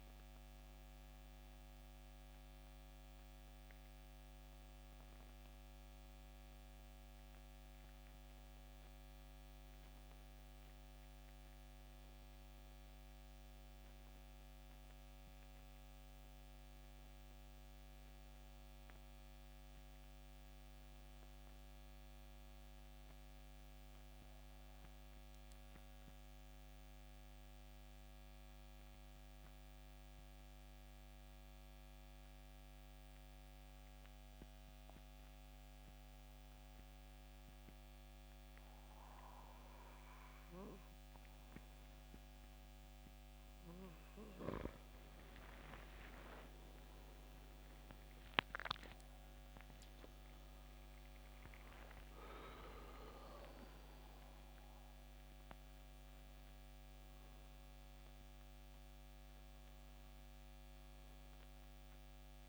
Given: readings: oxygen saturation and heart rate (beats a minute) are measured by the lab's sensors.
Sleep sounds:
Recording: breathing in sleep by a microphone on the trachea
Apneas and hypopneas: 1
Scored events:
0.00-23.00 s: oxygen desaturation (device-marked, oxygen 88% lowest, heart rate 65 extreme)
16.00-19.00 s: arousal
22.00-41.00 s: mixed apnea (oxygen 95% before, 89% lowest, heart rate 73 before, 65 extreme, up 12 after)
43.00-62.49 s: oxygen desaturation (device-marked, oxygen 97% before, 89% lowest, heart rate 67 before, 71 extreme)
44.50-48.50 s: arousal
60.00-62.49 s: new sleep stage, N1 (lightest sleep)
From the record:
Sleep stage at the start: N2 (light sleep)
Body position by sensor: on the back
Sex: male

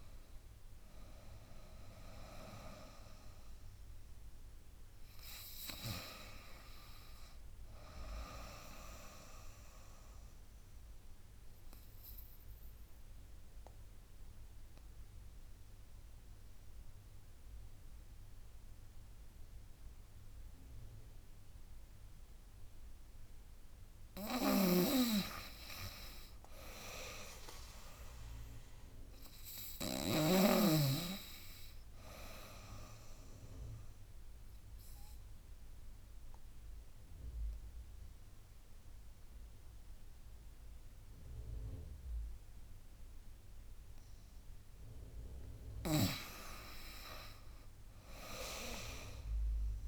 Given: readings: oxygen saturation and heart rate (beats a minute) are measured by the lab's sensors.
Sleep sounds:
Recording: breathing in sleep by a room microphone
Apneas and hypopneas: 2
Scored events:
0.00-6.00 s: drop in pulse transit time (device-marked, heart rate 74 before, 75 extreme)
0.00-18.00 s: oxygen desaturation (device-marked, oxygen 96% before, 89% lowest, heart rate 75 before, 73 extreme)
10.00-22.50 s: obstructive apnea (oxygen 96% before, 89% lowest, heart rate 81 before, 75 extreme, up 13 after)
24.00-30.00 s: snoring (device-marked)
26.00-29.00 s: arousal
30.00-40.00 s: oxygen desaturation (device-marked, oxygen 99% before, 94% lowest, heart rate 79 before, 77 extreme)
32.50-44.00 s: obstructive apnea (oxygen 100% before, 88% lowest, heart rate 80 before, 77 extreme, up 9 after)
45.50-49.88 s: snoring (device-marked)
46.00-49.50 s: arousal
From the record:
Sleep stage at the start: N2 (light sleep)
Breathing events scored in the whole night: 289 in 4.2 hours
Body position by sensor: on the back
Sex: female

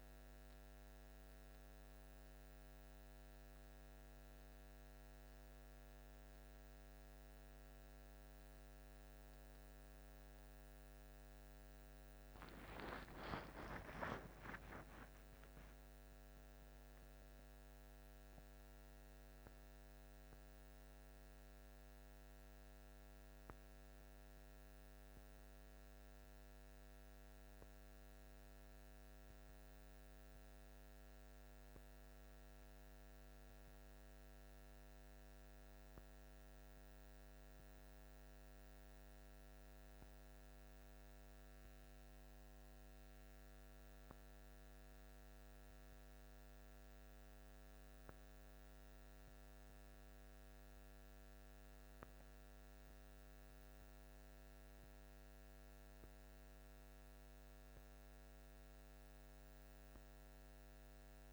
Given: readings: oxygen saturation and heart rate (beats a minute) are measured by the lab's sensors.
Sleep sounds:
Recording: a person awake in a sleep study, hard to hear, by a microphone on the trachea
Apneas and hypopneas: none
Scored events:
none scored
From the record:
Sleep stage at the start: awake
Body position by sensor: on the back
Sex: male

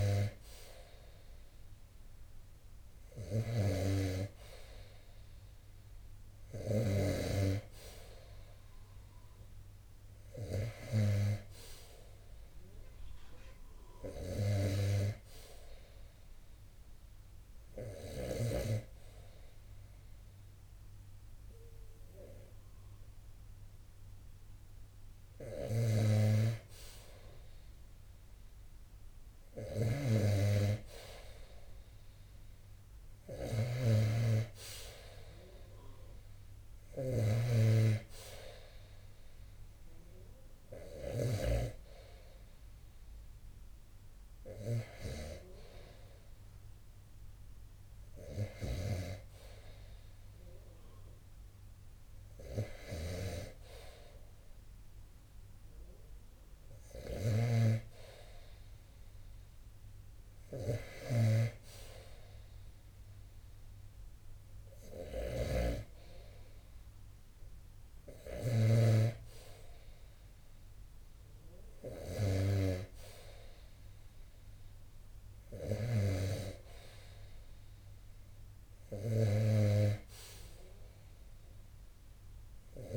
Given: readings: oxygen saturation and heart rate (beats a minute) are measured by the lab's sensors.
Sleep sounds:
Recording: breathing in sleep by a room microphone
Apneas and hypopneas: none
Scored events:
0.00-6.00 s: snoring (device-marked)
24.50-40.50 s: snoring (device-marked)
56.00-68.00 s: snoring (device-marked)
74.50-78.50 s: snoring (device-marked)
From the record:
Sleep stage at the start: N2 (light sleep)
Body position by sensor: on the right side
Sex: male

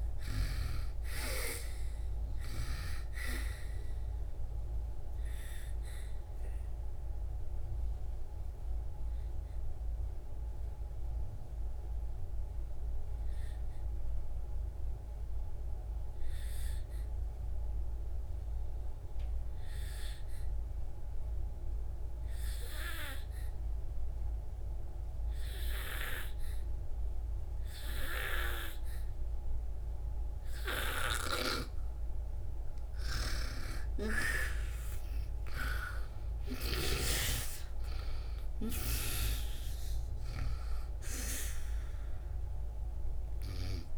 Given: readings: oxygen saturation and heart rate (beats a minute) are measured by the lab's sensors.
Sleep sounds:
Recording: breathing in sleep by a room microphone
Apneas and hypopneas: 1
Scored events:
0.00-24.50 s: oxygen desaturation (device-marked, oxygen 83% lowest, heart rate 56 extreme)
5.00-32.00 s: obstructive apnea (oxygen 97% before, 83% lowest, heart rate 77 before, 56 extreme, up 27 after)
33.00-36.50 s: arousal
41.50-43.98 s: oxygen desaturation (device-marked, oxygen 96% before, 87% lowest, heart rate 72 before, 61 extreme)
From the record:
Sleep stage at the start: N2 (light sleep)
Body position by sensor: on the back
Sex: female

